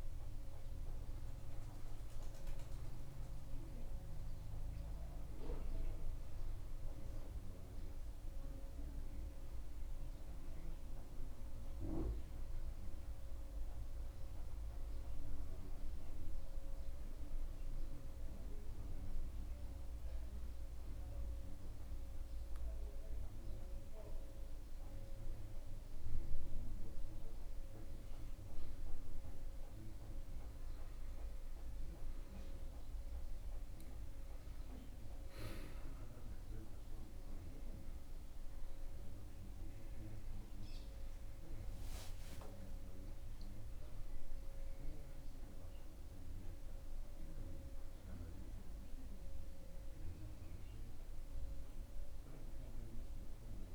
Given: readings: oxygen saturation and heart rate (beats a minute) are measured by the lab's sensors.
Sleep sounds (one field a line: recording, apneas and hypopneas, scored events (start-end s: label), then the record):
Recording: breathing in sleep, hard to hear, by a room microphone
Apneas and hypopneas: 1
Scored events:
13.50-17.00 s: arousal
19.00-29.50 s: hypopnea (oxygen 96% before, 94% lowest, heart rate 82 before, 70 extreme, up 13 after)
33.00-37.00 s: arousal
From the record:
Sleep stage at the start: N2 (light sleep)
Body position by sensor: on the back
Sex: male